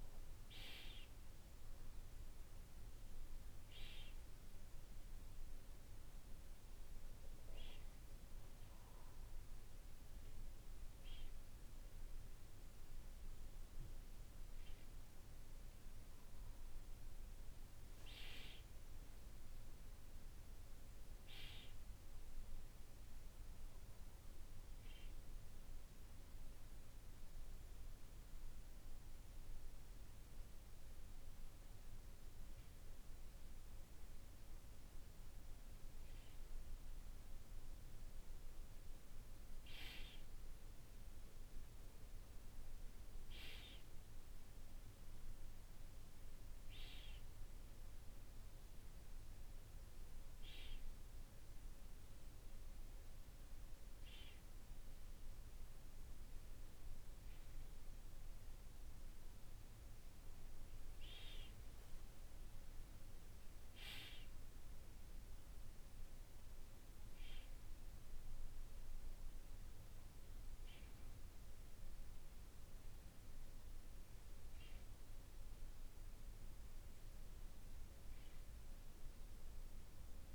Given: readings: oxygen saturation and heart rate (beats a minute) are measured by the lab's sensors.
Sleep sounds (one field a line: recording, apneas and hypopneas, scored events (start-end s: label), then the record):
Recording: breathing in sleep by a room microphone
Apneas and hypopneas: none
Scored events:
none scored
From the record:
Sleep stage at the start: N2 (light sleep)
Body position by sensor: on the back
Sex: male